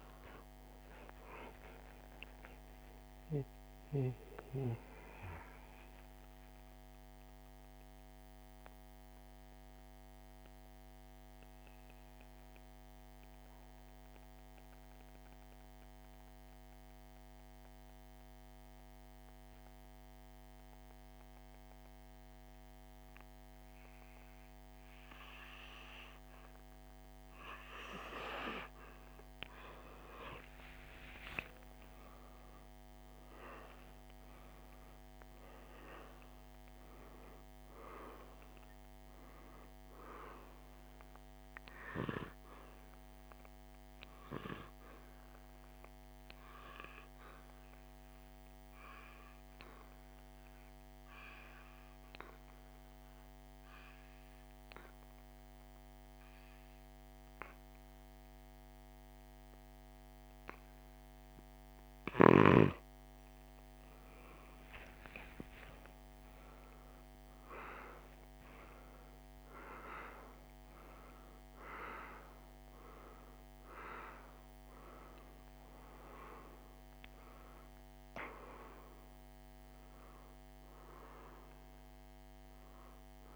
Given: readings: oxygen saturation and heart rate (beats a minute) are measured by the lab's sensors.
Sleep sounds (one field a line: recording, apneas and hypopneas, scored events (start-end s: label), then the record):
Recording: breathing in sleep by a microphone on the trachea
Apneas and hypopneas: 2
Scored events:
4.50-26.50 s: mixed apnea (oxygen 99% before, 96% lowest, heart rate 52 before, 48 extreme, up 3 after)
29.00-33.50 s: arousal
48.00-60.50 s: obstructive apnea (oxygen 100% before, 95% lowest, heart rate 51 before, 47 extreme, up 3 after)
63.50-68.00 s: arousal
From the record:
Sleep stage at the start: N2 (light sleep)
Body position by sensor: on the back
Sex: male